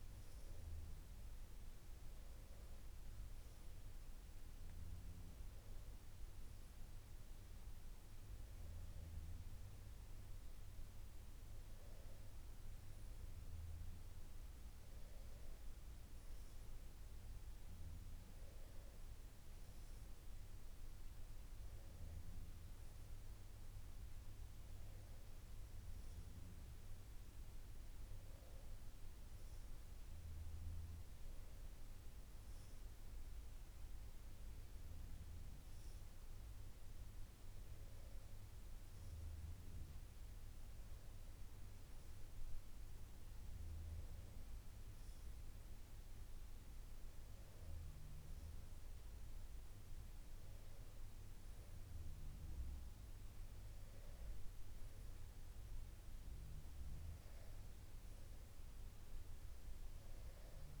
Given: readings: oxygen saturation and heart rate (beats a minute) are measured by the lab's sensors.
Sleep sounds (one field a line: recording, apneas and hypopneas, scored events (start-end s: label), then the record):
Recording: a person awake in a sleep study, hard to hear, by a room microphone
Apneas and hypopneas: none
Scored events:
none scored
From the record:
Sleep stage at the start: awake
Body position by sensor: on the back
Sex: female